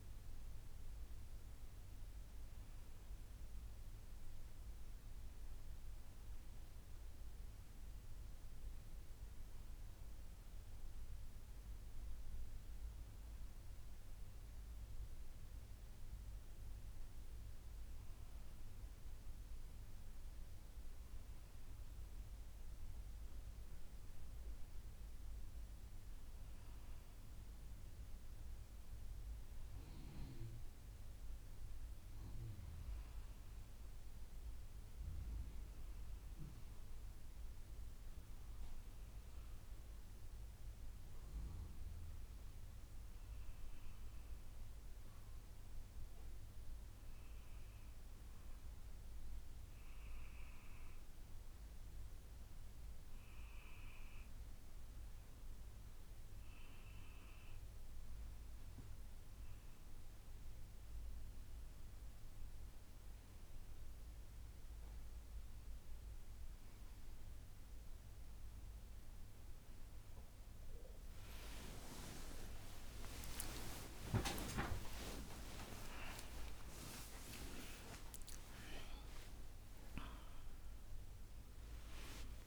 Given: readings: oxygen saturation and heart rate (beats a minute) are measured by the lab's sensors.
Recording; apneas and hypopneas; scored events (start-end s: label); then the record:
breathing in sleep by a room microphone; 1
0.50-4.00 s: arousal
39.50-52.00 s: hypopnea (oxygen 96% before, 94% lowest, heart rate 62 before, 59 extreme, up 3 after)
67.00-82.47 s: new sleep stage, awake
73.50-75.50 s: long interval between heartbeats (device-marked, heart rate 62 before, 69 extreme)
76.00-78.00 s: long interval between heartbeats (device-marked, heart rate 64 before, 86 extreme)
From the record:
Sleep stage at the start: N2 (light sleep); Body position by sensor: on the back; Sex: female